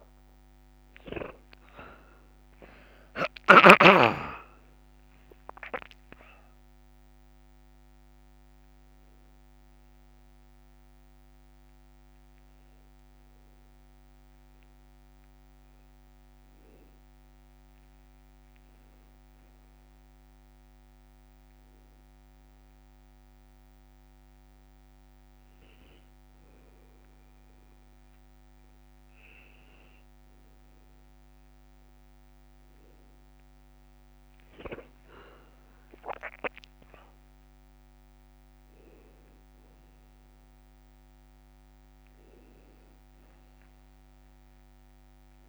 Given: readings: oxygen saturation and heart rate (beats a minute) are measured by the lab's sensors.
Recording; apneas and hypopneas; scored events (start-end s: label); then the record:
breathing in sleep by a microphone on the trachea; 1
22.00-33.00 s: hypopnea (oxygen 99% before, 95% lowest, heart rate 60 before, 57 extreme, up 8 after)
35.50-39.50 s: arousal
From the record:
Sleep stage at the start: N1 (lightest sleep); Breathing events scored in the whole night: 132 in 5.2 hours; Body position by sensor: on the back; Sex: male